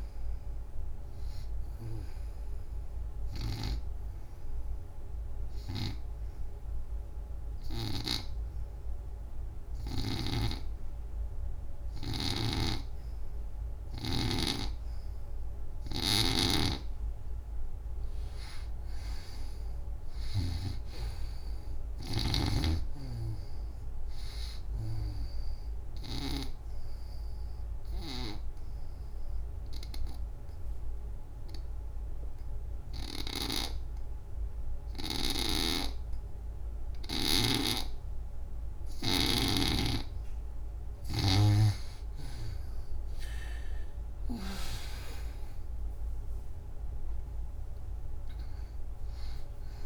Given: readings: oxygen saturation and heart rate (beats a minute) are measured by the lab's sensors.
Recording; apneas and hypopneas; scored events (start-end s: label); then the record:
breathing in sleep by a room microphone; 2
3.00-15.50 s: obstructive apnea (oxygen 98% before, 78% lowest, heart rate 145 before, 77 extreme)
12.00-20.50 s: snoring (device-marked)
17.50-22.00 s: arousal
17.50-32.50 s: oxygen desaturation (device-marked, oxygen 95% before, 86% lowest, heart rate 98 before, 75 extreme)
26.00-39.50 s: obstructive apnea (oxygen 98% before, 78% lowest, heart rate 103 before, 75 extreme, up 22 after)
37.00-41.00 s: snoring (device-marked)
40.50-49.86 s: oxygen desaturation (device-marked, oxygen 93% before, 78% lowest, heart rate 94 before, 69 extreme)
43.50-47.50 s: arousal
From the record:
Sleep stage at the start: N2 (light sleep); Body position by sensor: on the back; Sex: female